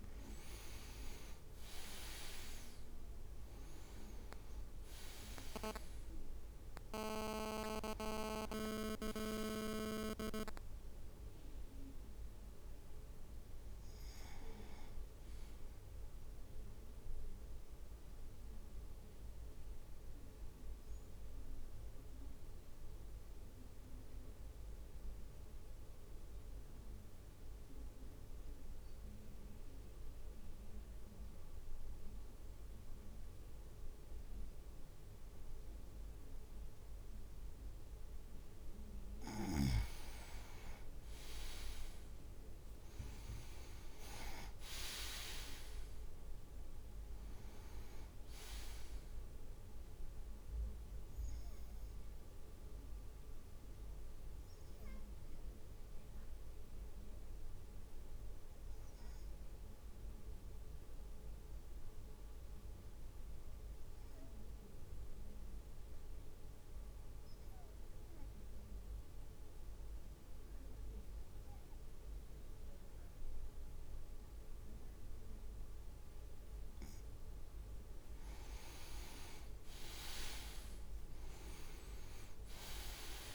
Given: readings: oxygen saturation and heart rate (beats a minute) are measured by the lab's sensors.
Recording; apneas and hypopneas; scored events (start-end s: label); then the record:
breathing in sleep by a room microphone; 2
0.00-2.50 s: leg movement (device-marked)
0.00-4.50 s: arousal
1.00-15.00 s: drop in pulse transit time (device-marked, heart rate 54 before, 53 extreme)
17.00-38.00 s: mixed apnea (oxygen 98% before, 95% lowest, heart rate 58 before, 54 extreme, up 4 after)
41.50-43.00 s: leg movement (device-marked)
42.00-46.00 s: arousal
43.00-57.00 s: drop in pulse transit time (device-marked, heart rate 55 before, 54 extreme)
52.00-76.00 s: obstructive apnea (oxygen 99% before, 96% lowest, heart rate 57 before, 53 extreme, up 5 after)
78.00-81.00 s: leg movement (device-marked)
79.50-83.34 s: arousal
82.00-83.34 s: drop in pulse transit time (device-marked, heart rate 55 before, 58 extreme)
From the record:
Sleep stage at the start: N2 (light sleep); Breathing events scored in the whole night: 399 in 4.6 hours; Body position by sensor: on the right side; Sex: male